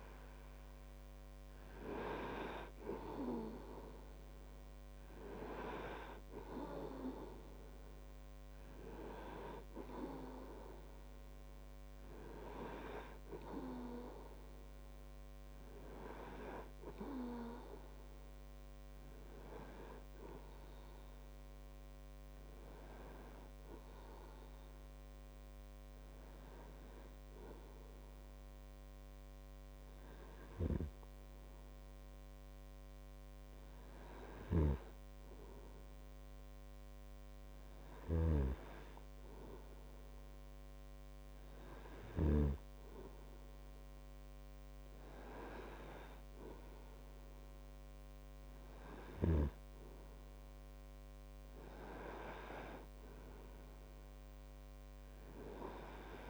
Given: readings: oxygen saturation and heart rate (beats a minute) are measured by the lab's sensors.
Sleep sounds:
breathing in sleep by a microphone on the trachea; 1
22.00-35.00 s: hypopnea (oxygen 97% before, 96% lowest)
36.50-40.50 s: arousal
From the record:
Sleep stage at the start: N2 (light sleep); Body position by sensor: on the right side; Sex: male

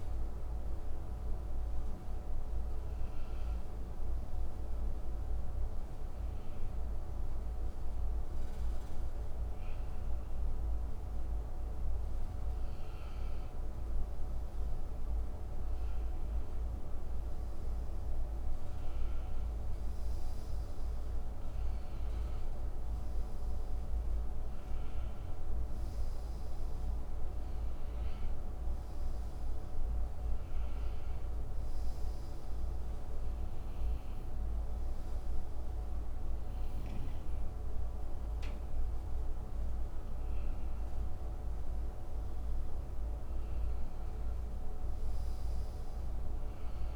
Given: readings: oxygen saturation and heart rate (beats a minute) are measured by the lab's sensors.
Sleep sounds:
breathing in sleep, hard to hear, by a room microphone; none
5.50-46.96 s: new sleep stage, N2 (light sleep)
From the record:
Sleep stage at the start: N1 (lightest sleep); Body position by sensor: on the right side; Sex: male

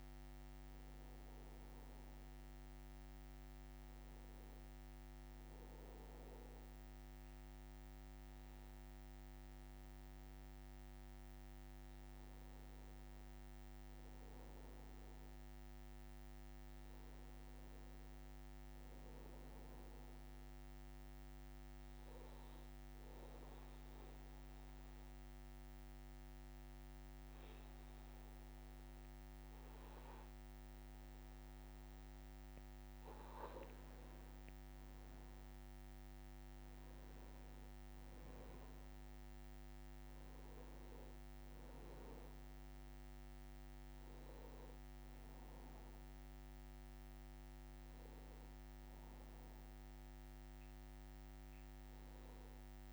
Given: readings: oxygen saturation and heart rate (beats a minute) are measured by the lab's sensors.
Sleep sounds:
breathing in sleep, hard to hear, by a microphone on the trachea; 1
16.50-19.50 s: arousal
22.50-34.00 s: obstructive apnea (oxygen 95% before, 91% lowest, heart rate 62 before, 62 extreme, up 2 after)
35.00-39.00 s: arousal
39.00-52.93 s: new sleep stage, N2 (light sleep)
43.00-52.00 s: oxygen desaturation (device-marked, oxygen 94% before, 91% lowest, heart rate 63 before, 63 extreme)
From the record:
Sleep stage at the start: N1 (lightest sleep); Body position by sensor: on the back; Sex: male

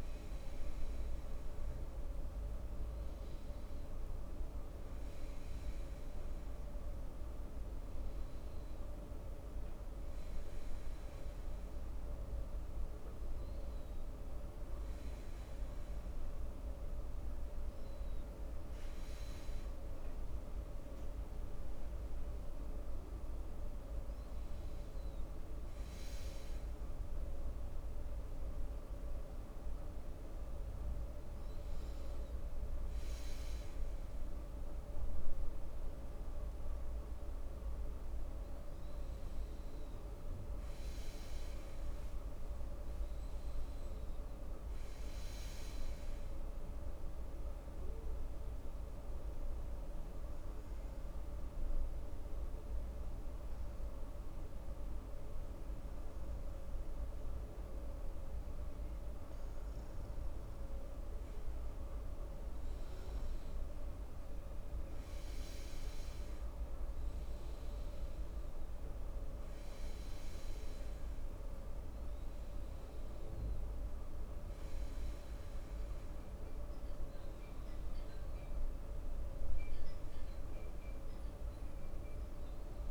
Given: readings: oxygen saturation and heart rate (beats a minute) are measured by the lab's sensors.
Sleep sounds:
breathing in sleep, hard to hear, by a room microphone; 1
0.00-6.50 s: oxygen desaturation (device-marked, oxygen 92% lowest, heart rate 69 extreme)
48.00-61.00 s: obstructive apnea (oxygen 97% before, 93% lowest, heart rate 69 before, 64 extreme, up 7 after)
63.50-67.00 s: arousal
From the record:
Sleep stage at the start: N2 (light sleep); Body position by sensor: on the front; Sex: male

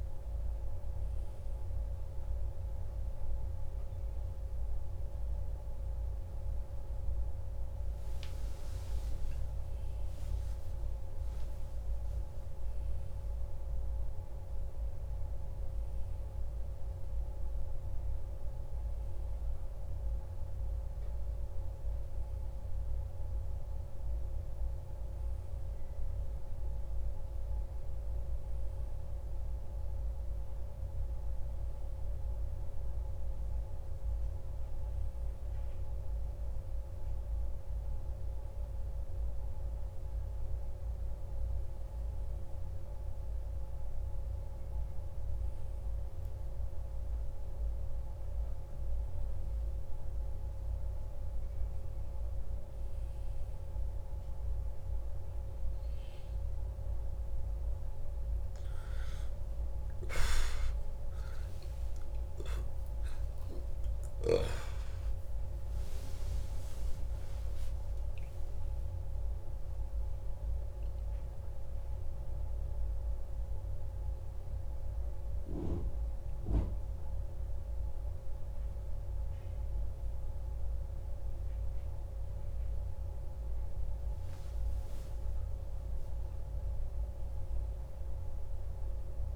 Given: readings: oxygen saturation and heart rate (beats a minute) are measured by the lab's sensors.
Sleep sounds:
a person awake in a sleep study, hard to hear, by a room microphone; none
none scored
From the record:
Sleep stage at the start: awake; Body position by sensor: on the back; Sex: male

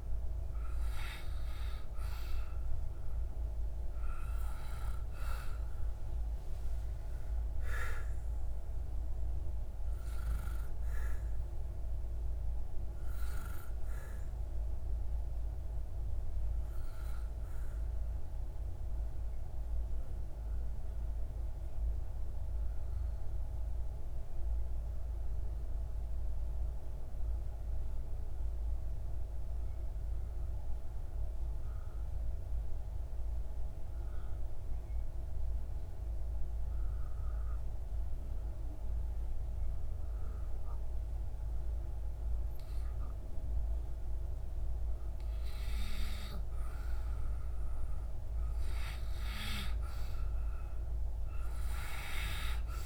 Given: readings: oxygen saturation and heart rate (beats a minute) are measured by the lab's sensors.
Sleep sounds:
breathing in sleep by a room microphone; 1
0.00-9.00 s: oxygen desaturation (device-marked, oxygen 93% lowest)
17.00-43.00 s: obstructive apnea (oxygen 96% before, 90% lowest)
42.00-52.86 s: oxygen desaturation (device-marked, oxygen 97% before, 90% lowest)
From the record:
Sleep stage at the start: N2 (light sleep); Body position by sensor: on the back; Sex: male

